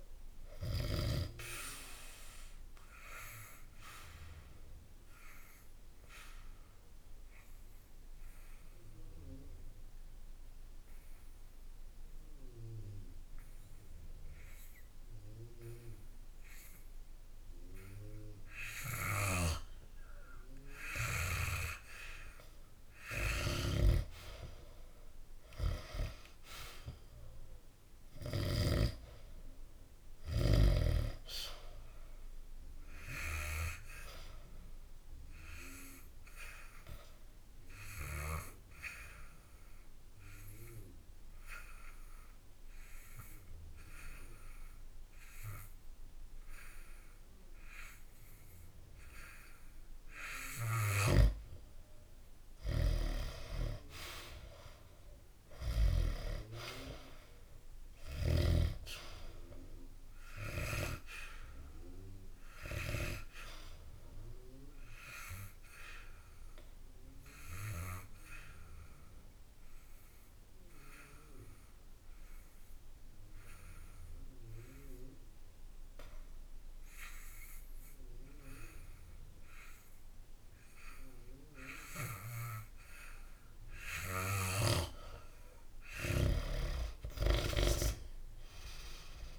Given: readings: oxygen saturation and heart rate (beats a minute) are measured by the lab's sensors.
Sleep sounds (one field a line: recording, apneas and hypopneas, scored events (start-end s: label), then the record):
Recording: breathing in sleep by a room microphone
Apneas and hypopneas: 3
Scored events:
0.00-17.50 s: oxygen desaturation (device-marked, oxygen 89% lowest, heart rate 65 extreme)
2.00-21.50 s: obstructive apnea (oxygen 98% before, 89% lowest, heart rate 65 before, 65 extreme, up 0 after)
23.50-28.50 s: snoring (device-marked)
24.50-28.00 s: arousal
28.50-46.50 s: oxygen desaturation (device-marked, oxygen 97% before, 91% lowest, heart rate 66 before, 66 extreme)
33.00-50.50 s: obstructive apnea (oxygen 97% before, 88% lowest, heart rate 66 before, 66 extreme, up 0 after)
50.50-56.00 s: snoring (device-marked)
53.00-56.50 s: arousal
60.50-77.50 s: oxygen desaturation (device-marked, oxygen 95% before, 90% lowest, heart rate 67 before, 65 extreme)
61.00-83.50 s: obstructive apnea (oxygen 95% before, 88% lowest, heart rate 67 before, 65 extreme, up 0 after)
85.00-89.00 s: arousal
86.00-89.39 s: snoring (device-marked)
From the record:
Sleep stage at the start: N2 (light sleep)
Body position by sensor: on the back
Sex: male